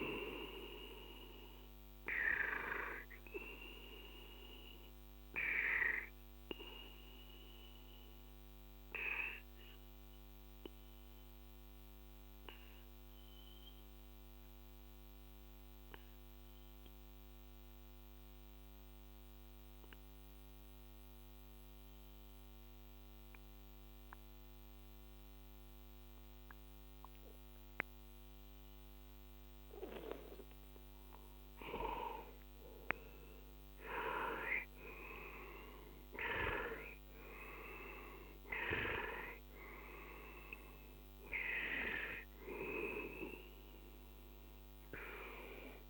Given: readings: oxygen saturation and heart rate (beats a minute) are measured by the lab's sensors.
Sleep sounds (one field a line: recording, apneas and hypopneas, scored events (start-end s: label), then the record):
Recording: breathing in sleep by a microphone on the trachea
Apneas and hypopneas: 1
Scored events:
0.00-2.00 s: oxygen desaturation (device-marked, oxygen 93% lowest, heart rate 38 extreme)
1.00-30.50 s: obstructive apnea (oxygen 98% before, 91% lowest, heart rate 56 before, 38 extreme, up 13 after)
30.00-45.90 s: oxygen desaturation (device-marked, oxygen 98% before, 91% lowest, heart rate 43 before, 39 extreme)
33.50-38.50 s: arousal
From the record:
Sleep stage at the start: N2 (light sleep)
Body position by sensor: on the left side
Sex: male